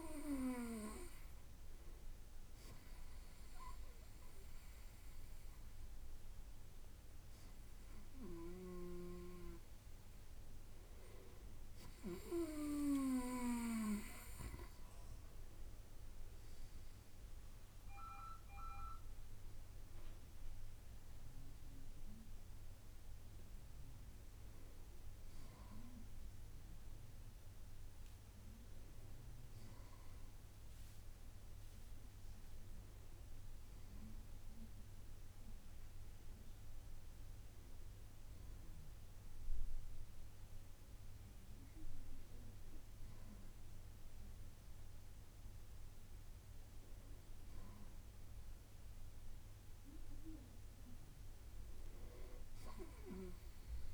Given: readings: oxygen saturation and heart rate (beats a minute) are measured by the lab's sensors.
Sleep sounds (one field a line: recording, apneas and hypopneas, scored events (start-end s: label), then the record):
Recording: breathing in sleep by a room microphone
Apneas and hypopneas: none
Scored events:
none scored
From the record:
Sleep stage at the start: N2 (light sleep)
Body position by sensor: on the right side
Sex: male